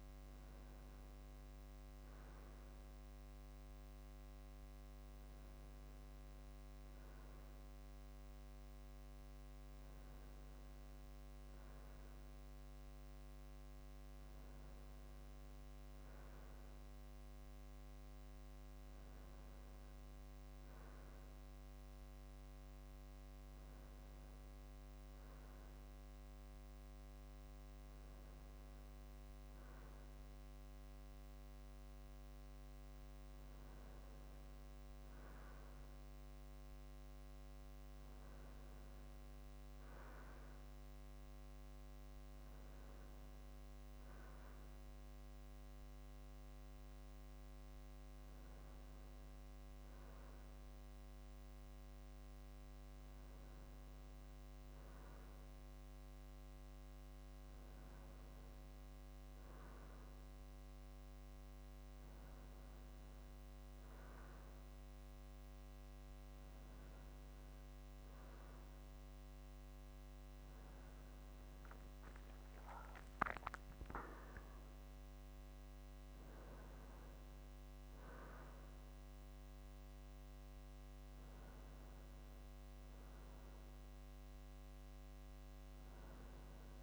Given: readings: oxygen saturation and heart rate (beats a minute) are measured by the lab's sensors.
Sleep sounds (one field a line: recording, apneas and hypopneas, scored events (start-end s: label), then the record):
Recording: breathing in sleep, hard to hear, by a microphone on the trachea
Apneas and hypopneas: none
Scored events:
30.00-35.00 s: arousal
77.50-86.83 s: new sleep stage, awake
From the record:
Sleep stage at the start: N1 (lightest sleep)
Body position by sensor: on the right side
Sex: male